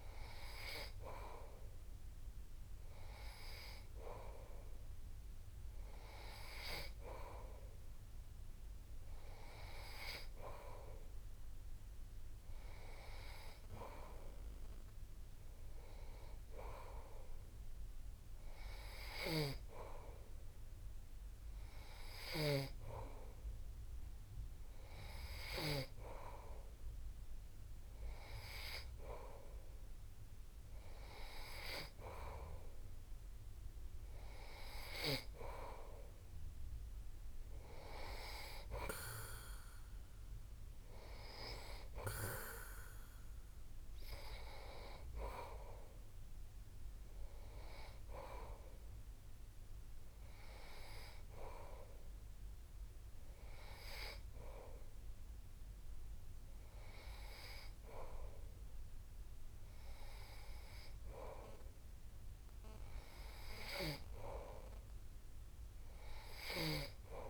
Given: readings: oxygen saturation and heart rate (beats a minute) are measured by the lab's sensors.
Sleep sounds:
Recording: breathing in sleep by a room microphone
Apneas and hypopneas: none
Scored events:
none scored
From the record:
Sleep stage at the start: N3 (deep sleep)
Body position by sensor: on the back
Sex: male

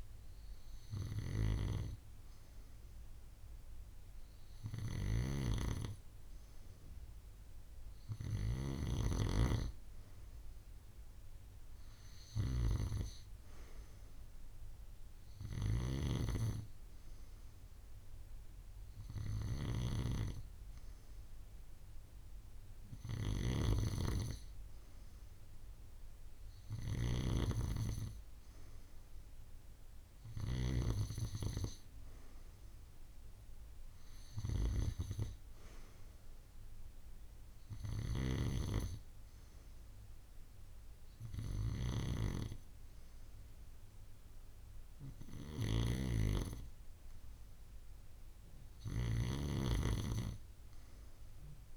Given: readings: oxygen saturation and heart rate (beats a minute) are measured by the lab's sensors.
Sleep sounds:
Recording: breathing in sleep by a room microphone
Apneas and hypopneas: none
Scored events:
none scored
From the record:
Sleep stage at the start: N2 (light sleep)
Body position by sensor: on the right side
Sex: female

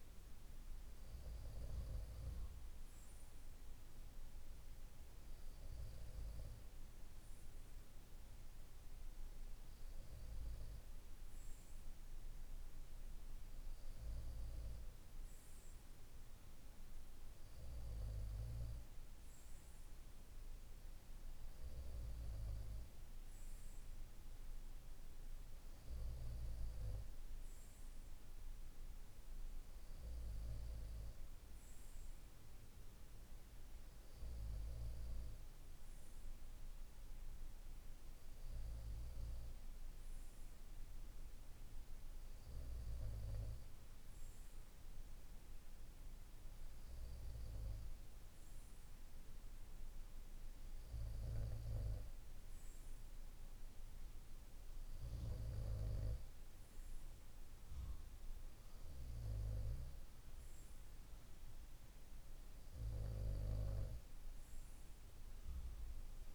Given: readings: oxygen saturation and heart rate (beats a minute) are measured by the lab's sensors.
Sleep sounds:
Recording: breathing in sleep by a room microphone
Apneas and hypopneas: none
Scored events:
none scored
From the record:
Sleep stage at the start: N2 (light sleep)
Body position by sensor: on the right side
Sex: male

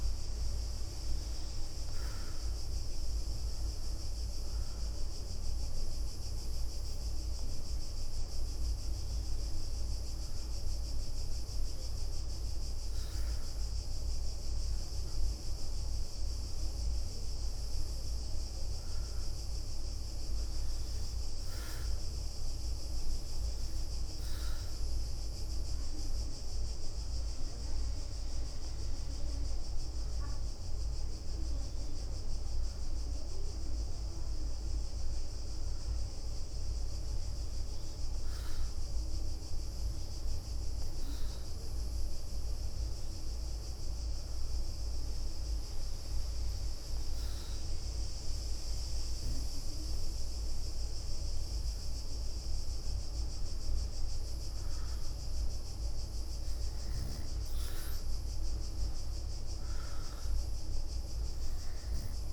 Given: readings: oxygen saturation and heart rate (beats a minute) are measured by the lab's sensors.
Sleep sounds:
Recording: breathing in sleep, hard to hear, by a room microphone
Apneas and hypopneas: 1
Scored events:
0.00-4.50 s: leg movement (device-marked)
0.00-12.00 s: oxygen desaturation (device-marked, oxygen 96% before, 93% lowest, heart rate 67 before, 68 extreme)
5.00-11.00 s: leg movement (device-marked)
13.00-14.50 s: leg movement (device-marked)
17.50-23.00 s: leg movement (device-marked)
32.50-35.50 s: arousal
38.50-50.50 s: hypopnea (oxygen 95% before, 92% lowest, heart rate 70 before, 65 extreme, up 2 after)
45.00-49.00 s: leg movement (device-marked)
52.50-56.00 s: arousal
From the record:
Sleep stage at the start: N2 (light sleep)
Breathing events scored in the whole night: 299 in 4.3 hours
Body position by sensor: on the back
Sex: female

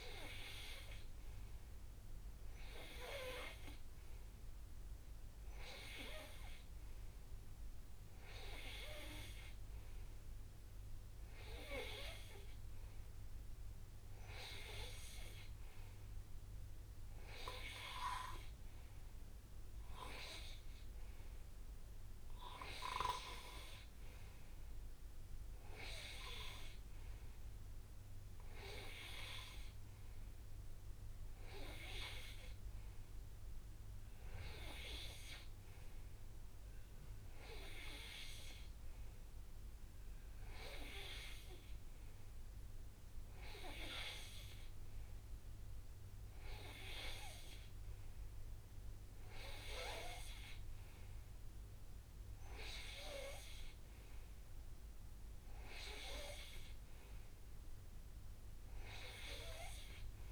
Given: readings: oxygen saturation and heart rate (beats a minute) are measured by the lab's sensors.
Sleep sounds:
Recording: breathing in sleep by a room microphone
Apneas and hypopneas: none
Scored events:
none scored
From the record:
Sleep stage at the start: N2 (light sleep)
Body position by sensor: on the right side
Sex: male

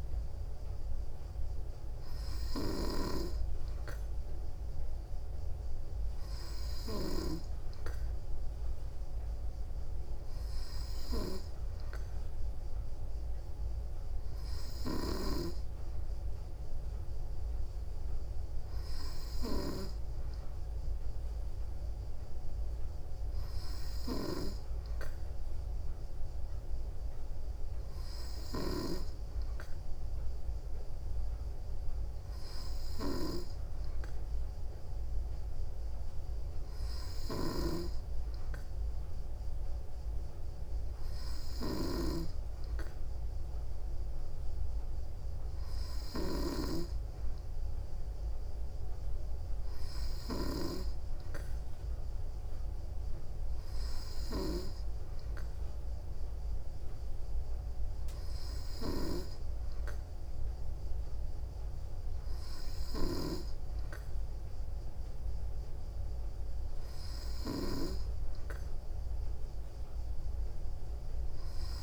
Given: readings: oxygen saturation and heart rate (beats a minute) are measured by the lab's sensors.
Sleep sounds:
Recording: breathing in sleep by a room microphone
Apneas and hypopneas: none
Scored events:
24.00-51.00 s: snoring (device-marked)
63.00-71.83 s: snoring (device-marked)
From the record:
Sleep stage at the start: N2 (light sleep)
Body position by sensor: on the back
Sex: female

